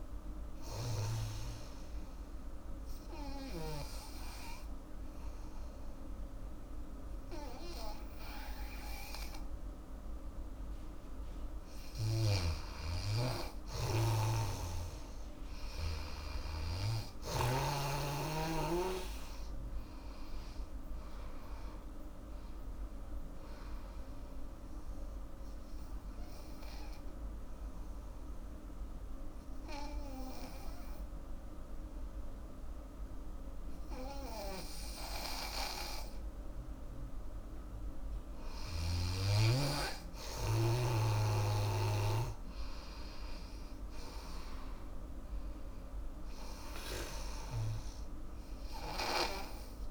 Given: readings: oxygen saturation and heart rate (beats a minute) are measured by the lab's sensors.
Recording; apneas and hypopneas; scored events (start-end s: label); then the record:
breathing in sleep by a room microphone; 2
0.00-10.00 s: oxygen desaturation (device-marked, oxygen 92% lowest, heart rate 74 extreme)
1.50-11.50 s: obstructive apnea (oxygen 97% before, 89% lowest, heart rate 78 before, 73 extreme, up 5 after)
12.00-16.00 s: snoring (device-marked)
19.00-23.00 s: arousal
19.00-35.00 s: oxygen desaturation (device-marked, oxygen 96% before, 89% lowest, heart rate 78 before, 65 extreme)
25.50-37.00 s: obstructive apnea (oxygen 97% before, 90% lowest, heart rate 80 before, 65 extreme, up 9 after)
40.00-49.91 s: oxygen desaturation (device-marked, oxygen 98% before, 90% lowest, heart rate 81 before, 65 extreme)
43.50-47.00 s: arousal
From the record:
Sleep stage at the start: N2 (light sleep); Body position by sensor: on the back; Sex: female